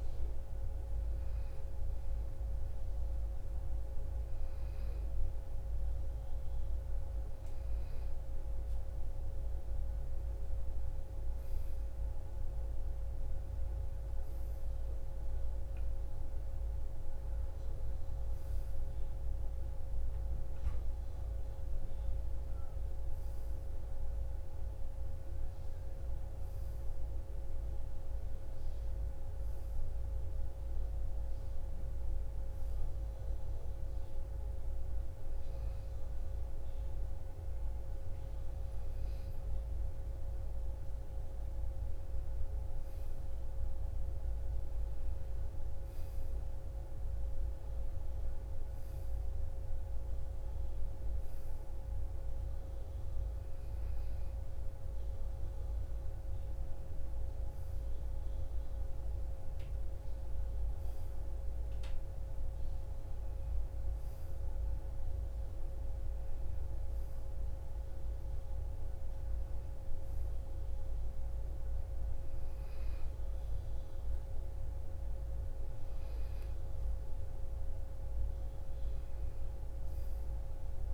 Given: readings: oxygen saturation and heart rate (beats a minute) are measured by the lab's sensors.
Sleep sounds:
breathing in sleep, hard to hear, by a room microphone; none
16.00-21.50 s: arousal
19.50-31.50 s: oxygen desaturation (device-marked, oxygen 96% before, 93% lowest, heart rate 178 before, 110 extreme)
From the record:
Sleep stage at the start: N2 (light sleep); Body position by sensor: on the right side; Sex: female

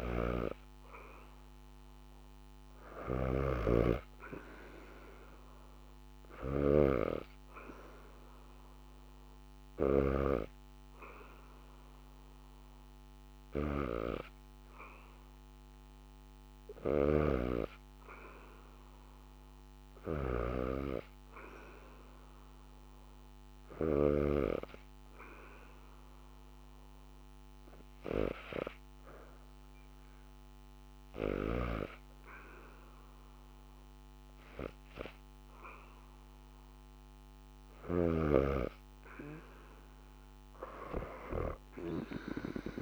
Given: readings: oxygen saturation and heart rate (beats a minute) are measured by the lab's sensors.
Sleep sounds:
breathing in sleep by a microphone on the trachea; 1
2.50-23.50 s: snoring (device-marked)
10.00-29.00 s: oxygen desaturation (device-marked, oxygen 97% before, 89% lowest, heart rate 74 before, 74 extreme)
24.00-37.00 s: hypopnea (oxygen 97% before, 89% lowest, heart rate 73 before, 75 extreme, up 5 after)
41.50-42.82 s: arousal
From the record:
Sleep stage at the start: N2 (light sleep); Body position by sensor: on the back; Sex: female

